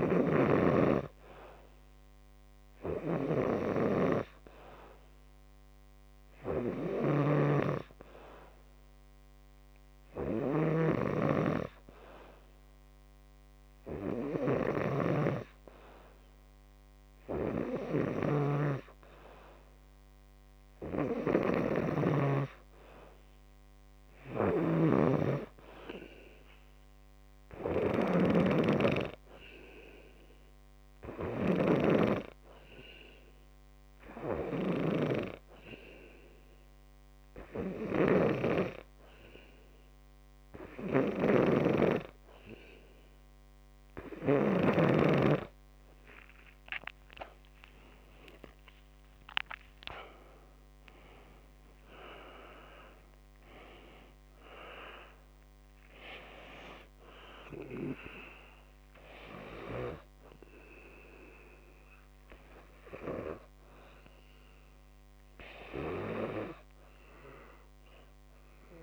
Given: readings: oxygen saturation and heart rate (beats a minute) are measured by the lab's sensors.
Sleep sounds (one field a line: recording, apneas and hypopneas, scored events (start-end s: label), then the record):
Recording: breathing in sleep by a microphone on the trachea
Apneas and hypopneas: none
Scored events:
7.00-22.50 s: snoring (device-marked)
41.50-45.00 s: snoring (device-marked)
47.00-50.50 s: arousal
From the record:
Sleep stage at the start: N2 (light sleep)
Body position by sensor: on the back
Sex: male